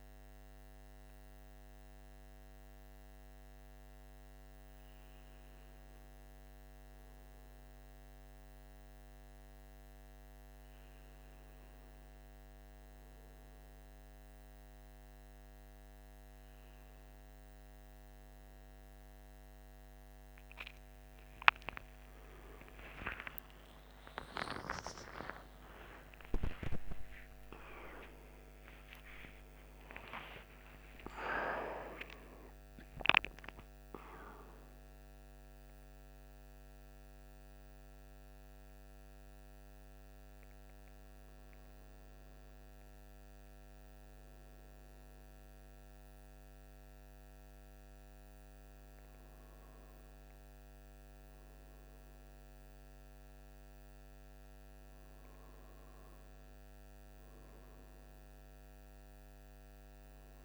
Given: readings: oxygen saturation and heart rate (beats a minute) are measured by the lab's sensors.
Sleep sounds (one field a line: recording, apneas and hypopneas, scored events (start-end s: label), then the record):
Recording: a person awake in a sleep study, by a microphone on the trachea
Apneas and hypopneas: none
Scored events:
none scored
From the record:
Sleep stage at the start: awake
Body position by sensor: on the right side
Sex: male